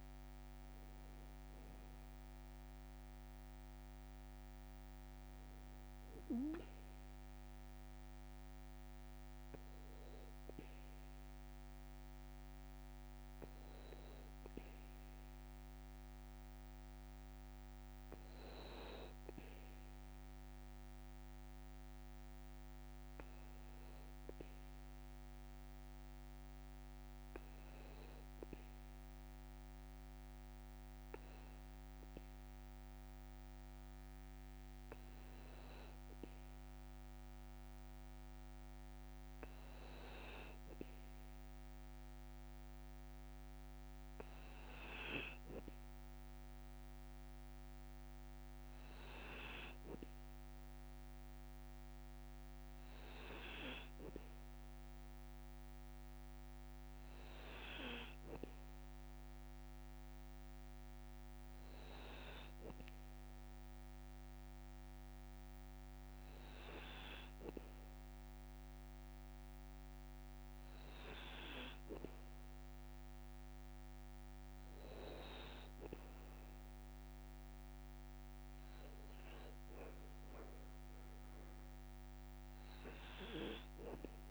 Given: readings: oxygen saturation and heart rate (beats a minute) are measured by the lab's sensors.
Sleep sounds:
breathing in sleep by a microphone on the trachea; 1
0.00-2.50 s: oxygen desaturation (device-marked, oxygen 92% lowest, heart rate 50 extreme)
16.00-49.00 s: obstructive apnea (oxygen 96% before, 93% lowest, heart rate 55 before, 54 extreme, up 1 after)
51.50-55.50 s: arousal
From the record:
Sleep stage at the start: N2 (light sleep); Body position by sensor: on the back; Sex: male

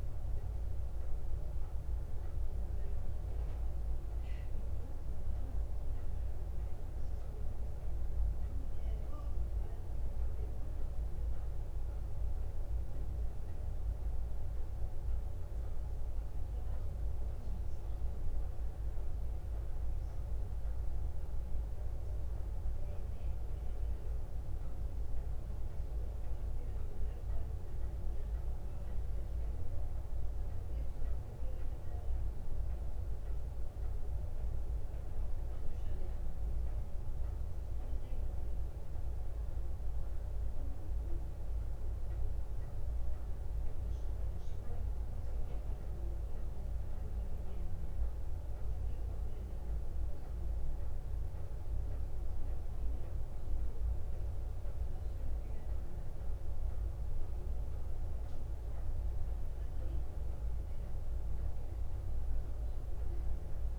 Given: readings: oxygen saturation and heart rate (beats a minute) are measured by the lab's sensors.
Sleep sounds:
breathing in sleep, hard to hear, by a room microphone; none
none scored
From the record:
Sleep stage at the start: N2 (light sleep); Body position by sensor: on the back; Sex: female

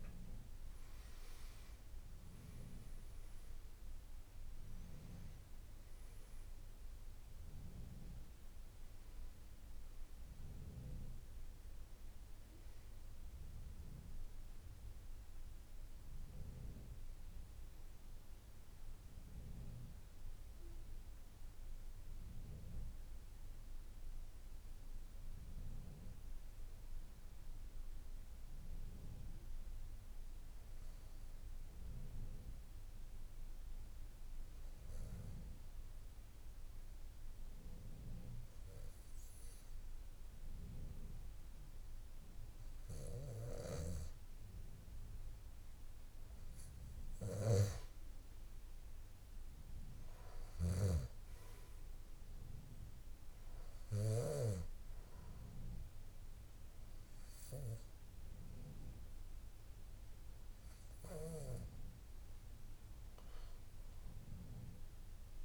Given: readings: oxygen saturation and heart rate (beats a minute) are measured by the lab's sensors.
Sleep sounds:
breathing in sleep by a room microphone; 1
0.00-27.50 s: oxygen desaturation (device-marked, oxygen 89% lowest, heart rate 52 extreme)
29.00-45.00 s: obstructive apnea (oxygen 97% before, 93% lowest, heart rate 54 before, 51 extreme, up 5 after)
45.50-65.45 s: oxygen desaturation (device-marked, oxygen 98% before, 93% lowest, heart rate 53 before, 51 extreme)
From the record:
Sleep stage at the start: N1 (lightest sleep); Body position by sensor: on the back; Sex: male

